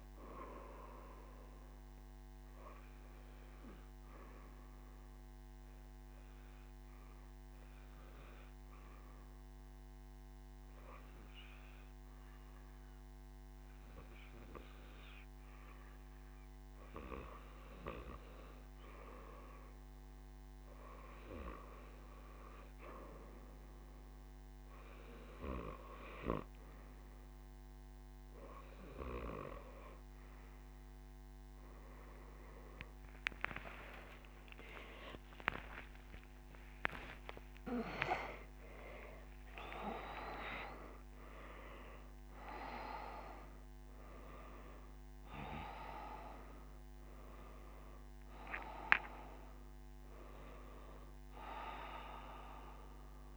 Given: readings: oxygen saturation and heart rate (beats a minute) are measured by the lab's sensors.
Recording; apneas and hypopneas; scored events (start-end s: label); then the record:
breathing in sleep by a microphone on the trachea; 1
5.00-18.50 s: obstructive apnea (oxygen 95% before, 94% lowest, heart rate 63 before, 60 extreme, up 1 after)
7.00-53.37 s: new sleep stage, N1 (lightest sleep)
From the record:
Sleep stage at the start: N3 (deep sleep); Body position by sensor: on the right side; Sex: male